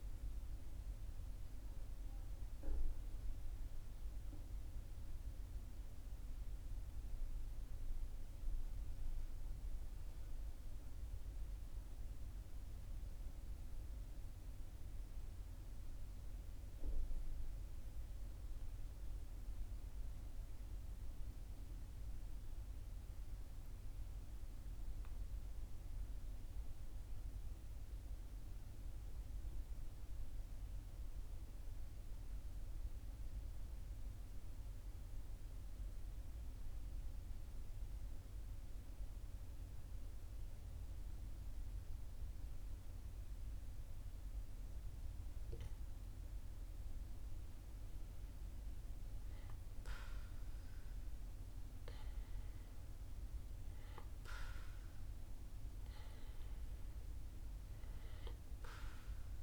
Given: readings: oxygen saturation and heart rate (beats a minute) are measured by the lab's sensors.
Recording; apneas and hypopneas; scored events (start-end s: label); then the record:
breathing in sleep, hard to hear, by a room microphone; 1
7.50-10.50 s: arousal
12.50-45.50 s: mixed apnea (oxygen 96% before, 92% lowest, heart rate 42 before, 40 extreme, up 2 after)
47.00-50.50 s: arousal
47.50-59.43 s: new sleep stage, N2 (light sleep)
From the record:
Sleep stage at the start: N1 (lightest sleep); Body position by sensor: on the back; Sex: male